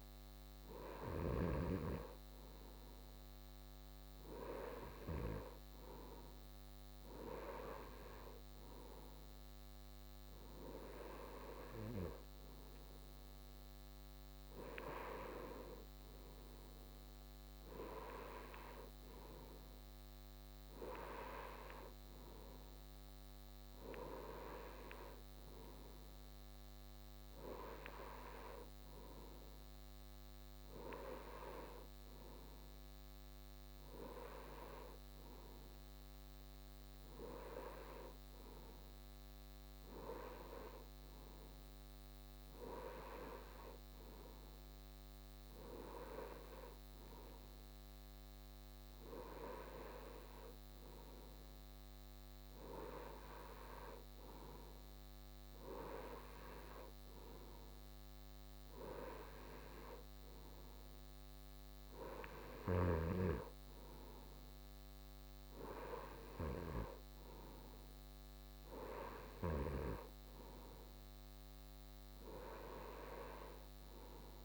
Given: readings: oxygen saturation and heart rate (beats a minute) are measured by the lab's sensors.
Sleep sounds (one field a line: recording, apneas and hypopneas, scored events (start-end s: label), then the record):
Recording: breathing in sleep by a microphone on the trachea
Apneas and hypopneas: none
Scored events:
none scored
From the record:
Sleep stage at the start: N2 (light sleep)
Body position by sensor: on the right side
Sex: male